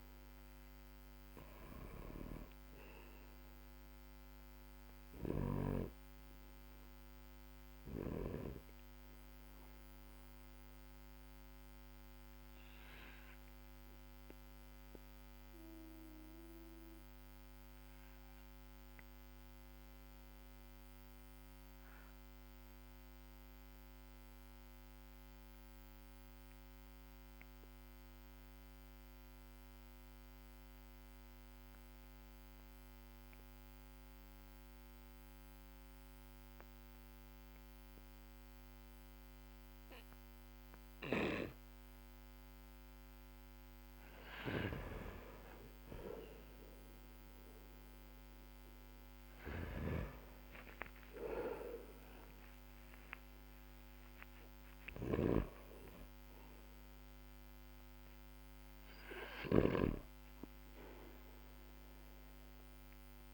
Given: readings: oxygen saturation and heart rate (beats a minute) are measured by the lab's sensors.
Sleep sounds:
breathing in sleep by a microphone on the trachea; 1
0.00-25.50 s: oxygen desaturation (device-marked, oxygen 92% lowest, heart rate 45 extreme)
4.50-8.00 s: snoring (device-marked)
12.00-43.00 s: obstructive apnea (oxygen 97% before, 92% lowest, heart rate 55 before, 43 extreme, up 9 after)
44.00-63.34 s: snoring (device-marked)
46.50-63.34 s: oxygen desaturation (device-marked, oxygen 99% before, 93% lowest, heart rate 53 before, 43 extreme)
51.00-56.00 s: arousal
From the record:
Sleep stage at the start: N2 (light sleep); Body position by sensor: on the back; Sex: male

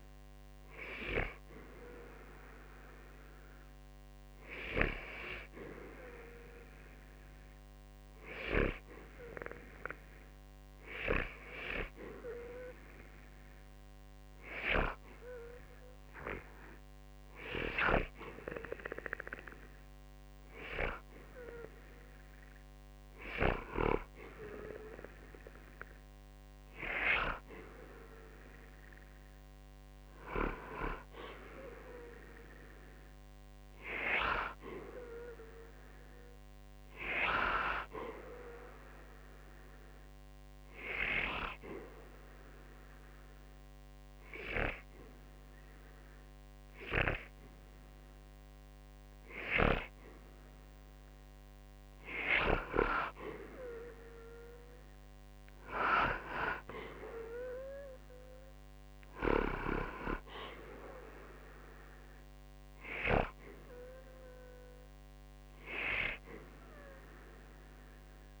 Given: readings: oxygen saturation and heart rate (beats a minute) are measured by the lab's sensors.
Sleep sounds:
breathing in sleep by a microphone on the trachea; 1
40.50-51.50 s: hypopnea (oxygen 94% before, 91% lowest, heart rate 66 before, 60 extreme, up 18 after)
54.00-58.00 s: arousal
From the record:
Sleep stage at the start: N2 (light sleep); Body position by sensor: on the back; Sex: male

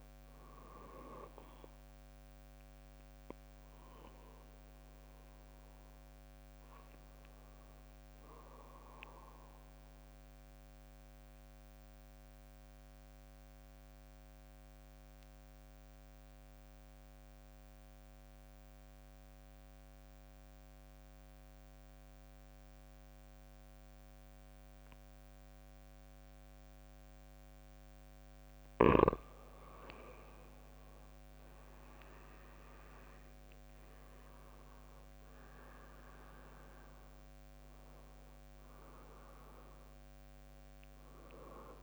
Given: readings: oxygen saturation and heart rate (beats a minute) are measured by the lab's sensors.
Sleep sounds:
breathing in sleep by a microphone on the trachea; 1
0.00-4.00 s: drop in pulse transit time (device-marked, heart rate 58 extreme)
0.00-15.00 s: oxygen desaturation (device-marked, oxygen 90% lowest, heart rate 53 extreme)
10.50-29.00 s: mixed apnea (oxygen 96% before, 90% lowest, heart rate 65 before, 54 extreme, up 15 after)
30.50-35.00 s: arousal
32.00-41.83 s: drop in pulse transit time (device-marked, heart rate 60 before, 64 extreme)
34.00-41.83 s: oxygen desaturation (device-marked, oxygen 98% before, 91% lowest, heart rate 61 before, 54 extreme)
From the record:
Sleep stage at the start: N2 (light sleep); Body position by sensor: on the back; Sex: male

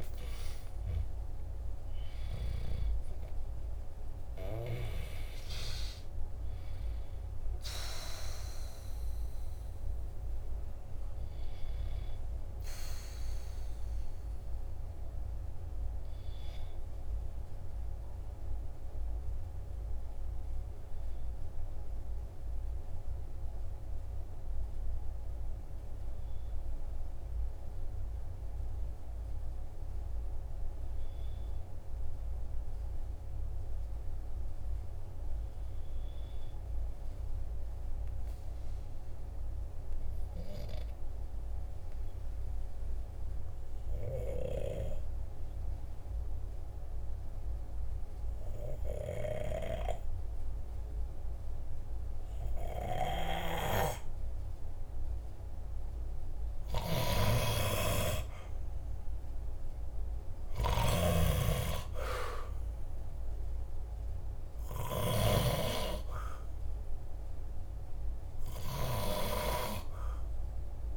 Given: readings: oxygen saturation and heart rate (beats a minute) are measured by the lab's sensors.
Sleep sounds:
breathing in sleep by a room microphone; 1
38.50-55.50 s: obstructive apnea (oxygen 98% before, 93% lowest, heart rate 47 before, 46 extreme, up 0 after)
56.00-65.00 s: snoring (device-marked)
57.50-62.00 s: arousal
63.00-70.97 s: oxygen desaturation (device-marked, oxygen 96% before, 93% lowest, heart rate 47 before, 43 extreme)
From the record:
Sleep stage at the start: N2 (light sleep); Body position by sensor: on the back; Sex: male

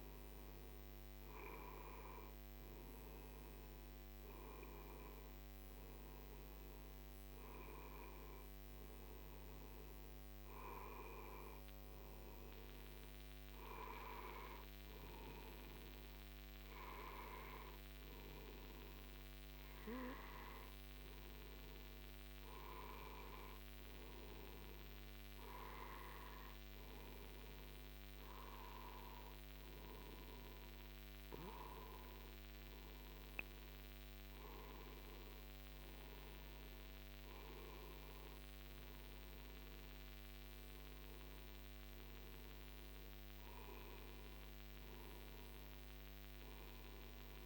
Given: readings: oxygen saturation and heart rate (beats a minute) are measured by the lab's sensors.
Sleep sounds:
breathing in sleep by a microphone on the trachea; none
none scored
From the record:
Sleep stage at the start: N2 (light sleep); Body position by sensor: on the right side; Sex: male

